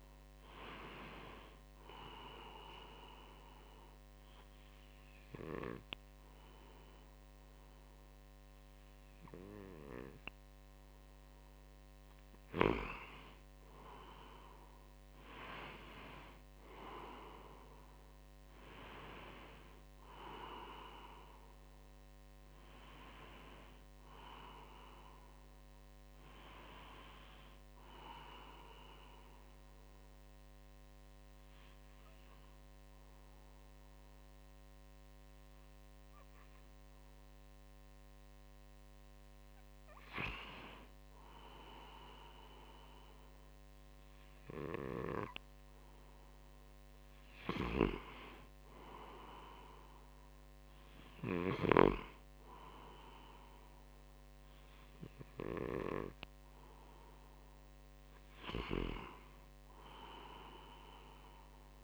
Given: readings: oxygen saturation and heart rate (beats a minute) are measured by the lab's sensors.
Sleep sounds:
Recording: breathing in sleep by a microphone on the trachea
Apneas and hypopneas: 2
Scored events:
0.50-12.00 s: obstructive apnea (oxygen 96% before, 94% lowest, heart rate 62 before, 59 extreme, up 3 after)
14.00-19.00 s: arousal
27.50-38.50 s: obstructive apnea (oxygen 96% before, 94% lowest, heart rate 62 before, 59 extreme, up 5 after)
41.00-45.00 s: arousal
From the record:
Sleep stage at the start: N2 (light sleep)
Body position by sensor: on the front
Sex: male

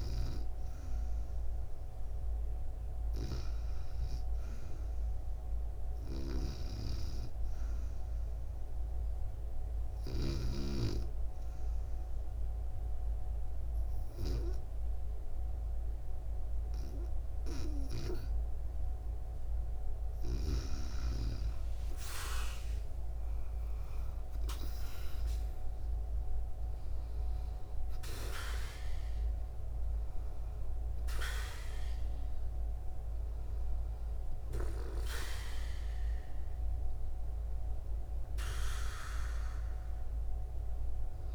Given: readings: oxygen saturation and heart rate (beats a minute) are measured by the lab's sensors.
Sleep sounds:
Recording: breathing in sleep by a room microphone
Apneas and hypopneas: 1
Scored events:
9.50-20.50 s: hypopnea (oxygen 95% before, 93% lowest, heart rate 76 before, 75 extreme, up 8 after)
16.00-41.35 s: new sleep stage, N2 (light sleep)
21.50-27.00 s: arousal
From the record:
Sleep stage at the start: REM sleep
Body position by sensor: on the back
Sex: female

